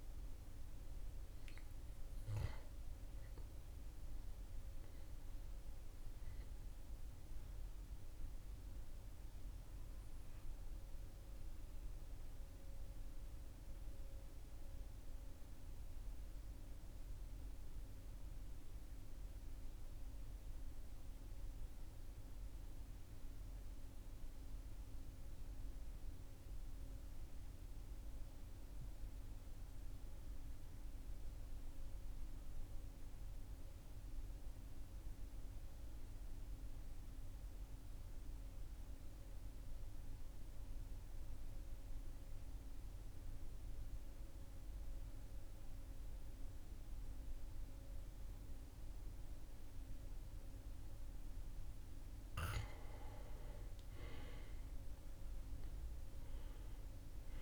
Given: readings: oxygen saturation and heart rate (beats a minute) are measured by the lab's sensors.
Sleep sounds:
breathing in sleep, hard to hear, by a room microphone; 1
0.50-19.50 s: oxygen desaturation (device-marked, oxygen 96% before, 93% lowest, heart rate 42 before, 38 extreme)
8.00-52.50 s: mixed apnea (oxygen 97% before, 90% lowest, heart rate 41 before, 38 extreme, up 5 after)
41.50-46.50 s: oxygen desaturation (device-marked, oxygen 98% before, 96% lowest, heart rate 38 before, 39 extreme)
54.50-57.42 s: arousal
From the record:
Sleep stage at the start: N2 (light sleep); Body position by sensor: on the back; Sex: male

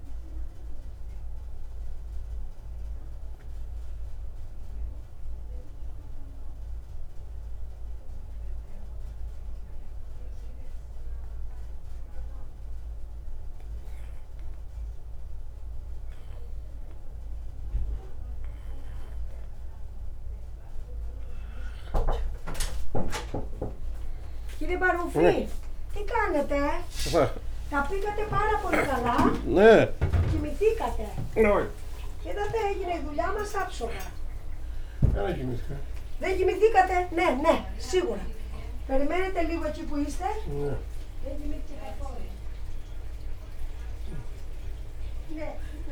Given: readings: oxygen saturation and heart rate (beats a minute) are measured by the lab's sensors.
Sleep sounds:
a person partly awake in a sleep study, by a room microphone; 1
0.00-17.50 s: oxygen desaturation (device-marked, oxygen 86% lowest)
2.00-20.50 s: obstructive apnea (oxygen 97% before, 86% lowest)
25.00-29.00 s: snoring (device-marked)
29.50-45.92 s: new sleep stage, awake
35.00-41.00 s: snoring (device-marked)
From the record:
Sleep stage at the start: N2 (light sleep); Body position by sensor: on the right side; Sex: male

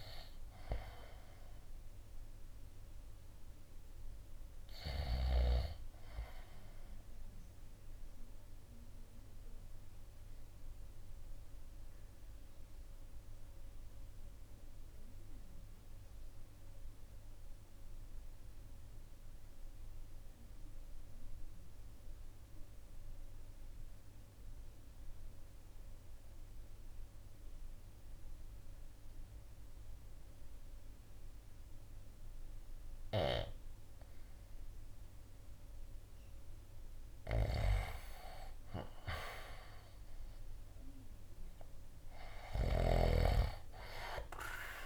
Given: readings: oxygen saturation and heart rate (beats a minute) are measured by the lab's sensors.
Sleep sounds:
breathing in sleep by a room microphone; 1
0.00-5.50 s: drop in pulse transit time (device-marked, heart rate 55 extreme)
0.00-21.50 s: oxygen desaturation (device-marked, oxygen 84% lowest, heart rate 51 extreme)
7.00-34.50 s: obstructive apnea (oxygen 95% before, 84% lowest, heart rate 61 before, 53 extreme, up 6 after)
34.50-44.86 s: oxygen desaturation (device-marked, oxygen 98% before, 84% lowest, heart rate 54 before, 53 extreme)
36.50-41.50 s: arousal
40.50-44.86 s: drop in pulse transit time (device-marked, heart rate 55 before, 57 extreme)
From the record:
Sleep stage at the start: REM sleep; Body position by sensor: on the right side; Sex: male

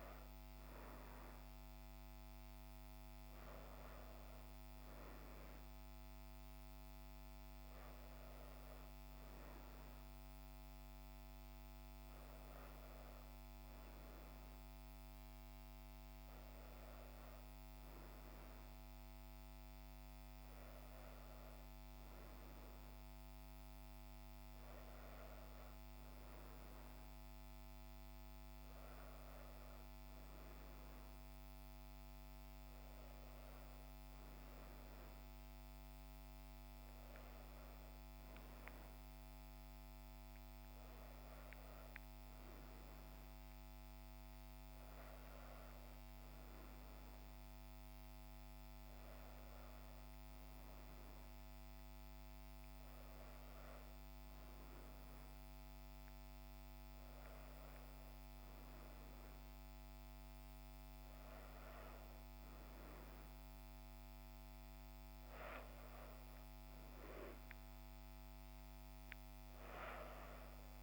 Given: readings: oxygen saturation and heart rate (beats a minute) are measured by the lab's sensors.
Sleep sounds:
breathing in sleep, hard to hear, by a microphone on the trachea; none
none scored
From the record:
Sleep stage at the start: N2 (light sleep); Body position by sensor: on the back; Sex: female

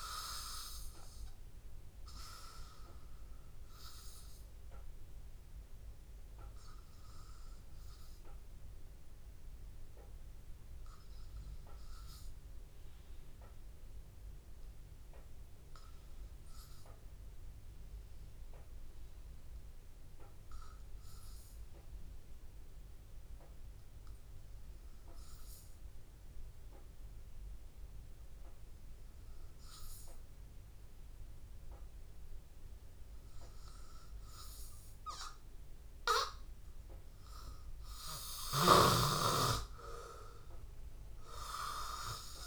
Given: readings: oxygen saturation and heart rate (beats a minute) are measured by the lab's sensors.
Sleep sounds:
breathing in sleep by a room microphone; 1
0.00-17.50 s: oxygen desaturation (device-marked, oxygen 94% lowest, heart rate 82 extreme)
7.50-34.50 s: hypopnea (oxygen 99% before, 90% lowest, heart rate 82 before, 82 extreme, up 1 after)
29.50-42.47 s: oxygen desaturation (device-marked, oxygen 98% before, 90% lowest, heart rate 83 before, 81 extreme)
36.00-40.00 s: arousal
From the record:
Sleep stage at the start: N2 (light sleep); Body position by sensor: on the back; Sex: male

